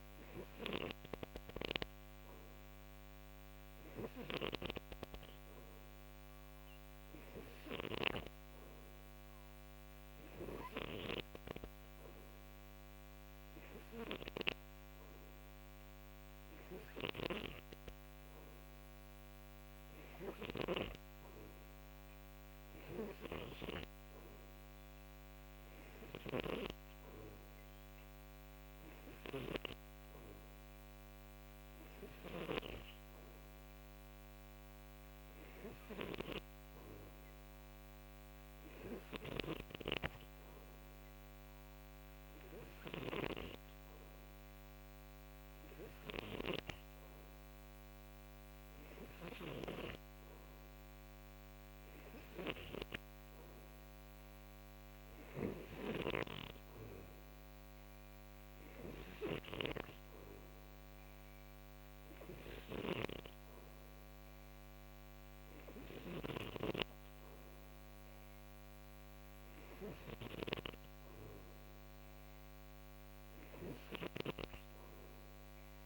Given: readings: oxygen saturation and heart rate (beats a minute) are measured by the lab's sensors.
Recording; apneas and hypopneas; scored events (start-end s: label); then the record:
breathing in sleep by a microphone on the trachea; none
0.00-1.00 s: snoring (device-marked)
7.00-10.50 s: snoring (device-marked)
16.50-32.00 s: snoring (device-marked)
38.50-42.50 s: snoring (device-marked)
54.50-66.00 s: snoring (device-marked)
73.00-75.86 s: snoring (device-marked)
From the record:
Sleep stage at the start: N3 (deep sleep); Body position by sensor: on the right side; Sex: male